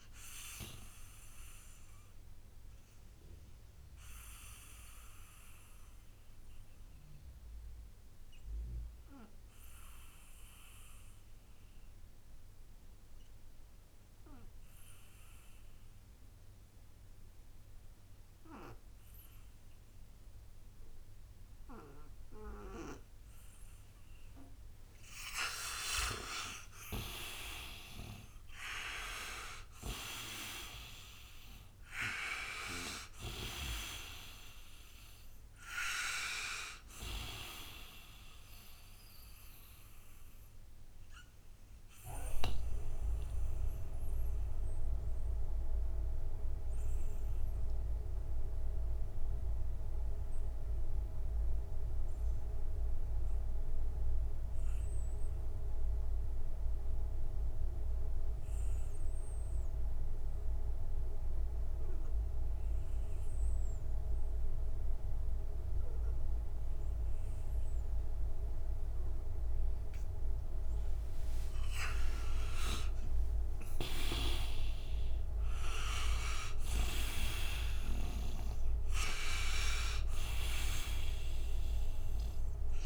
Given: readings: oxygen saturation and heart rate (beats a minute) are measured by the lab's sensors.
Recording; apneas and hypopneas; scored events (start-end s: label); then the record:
breathing in sleep by a room microphone; 2
3.50-18.50 s: oxygen desaturation (device-marked, oxygen 98% before, 92% lowest, heart rate 64 before, 58 extreme)
6.50-22.50 s: hypopnea (oxygen 98% before, 85% lowest, heart rate 62 before, 58 extreme, up 7 after)
25.00-29.00 s: arousal
30.50-58.50 s: oxygen desaturation (device-marked, oxygen 96% before, 85% lowest, heart rate 67 before, 60 extreme)
40.50-69.50 s: mixed apnea (oxygen 96% before, 84% lowest, heart rate 69 before, 60 extreme, up 16 after)
71.00-75.00 s: arousal
71.50-82.85 s: oxygen desaturation (device-marked, oxygen 98% before, 84% lowest, heart rate 60 before, 57 extreme)
From the record:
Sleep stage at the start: N2 (light sleep); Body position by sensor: on the right side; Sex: male